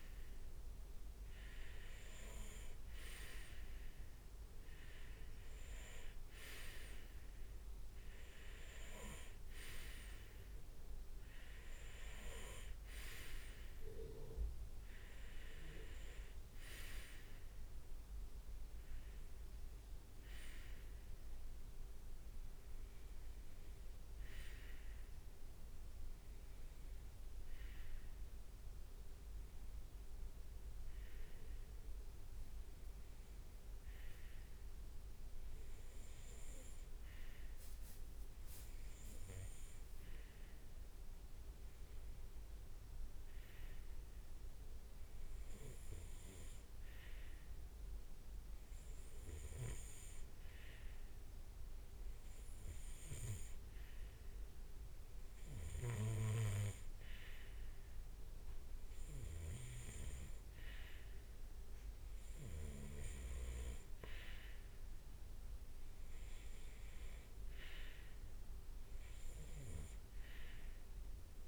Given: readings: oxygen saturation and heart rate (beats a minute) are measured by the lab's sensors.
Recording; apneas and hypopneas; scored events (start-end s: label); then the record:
breathing in sleep by a room microphone; none
0.00-2.50 s: arousal
33.00-34.50 s: leg movement (device-marked)
From the record:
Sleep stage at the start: REM sleep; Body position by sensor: on the right side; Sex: male